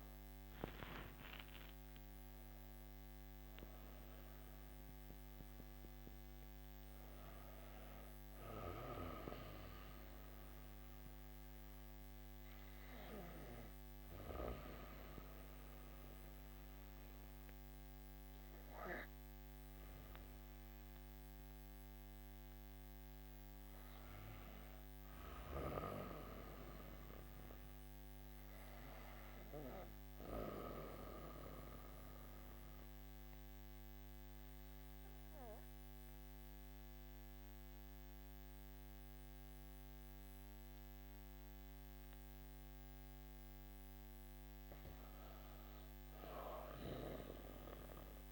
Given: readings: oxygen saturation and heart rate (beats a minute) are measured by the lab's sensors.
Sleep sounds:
breathing in sleep by a microphone on the trachea; 1
0.00-18.50 s: oxygen desaturation (device-marked, oxygen 86% lowest, heart rate 54 extreme)
20.00-23.50 s: arousal
32.50-43.00 s: obstructive apnea (oxygen 99% before, 86% lowest, heart rate 60 before, 51 extreme, up 8 after)
43.50-47.50 s: arousal
46.50-48.32 s: oxygen desaturation (device-marked, oxygen 96% before, 88% lowest, heart rate 58 before, 50 extreme)
From the record:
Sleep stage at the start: N2 (light sleep); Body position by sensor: on the back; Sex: female

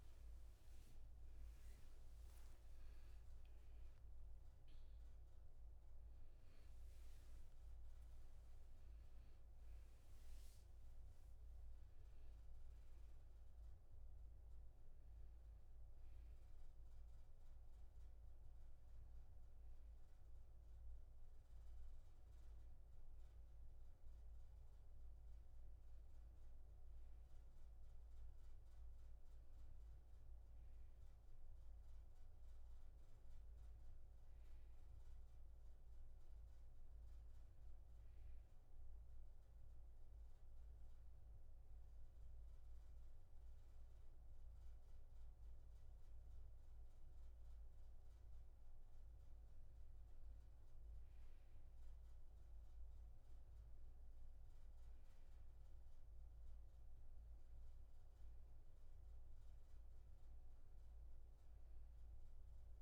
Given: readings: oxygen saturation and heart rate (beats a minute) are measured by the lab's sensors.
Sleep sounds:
a person partly awake in a sleep study, hard to hear, by a room microphone; none
17.00-62.82 s: new sleep stage, N1 (lightest sleep)
55.00-62.82 s: oxygen desaturation (device-marked, oxygen 97% before, 94% lowest, heart rate 69 before, 71 extreme)
From the record:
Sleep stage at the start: awake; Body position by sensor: on the back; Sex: male

